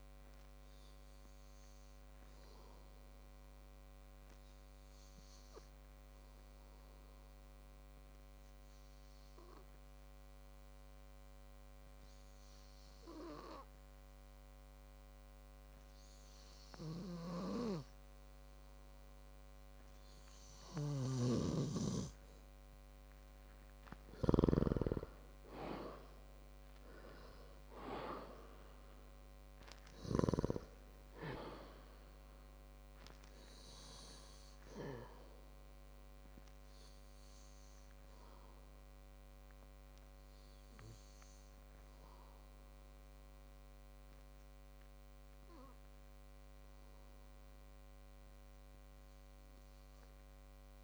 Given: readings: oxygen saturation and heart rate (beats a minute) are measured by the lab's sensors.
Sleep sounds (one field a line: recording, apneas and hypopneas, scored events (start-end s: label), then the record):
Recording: breathing in sleep by a microphone on the trachea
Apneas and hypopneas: 1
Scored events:
2.50-20.50 s: hypopnea (oxygen 98% before, 94% lowest, heart rate 57 before, 51 extreme, up 17 after)
21.50-25.50 s: snoring (device-marked)
26.50-30.00 s: arousal
From the record:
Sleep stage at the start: N2 (light sleep)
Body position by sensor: on the back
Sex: male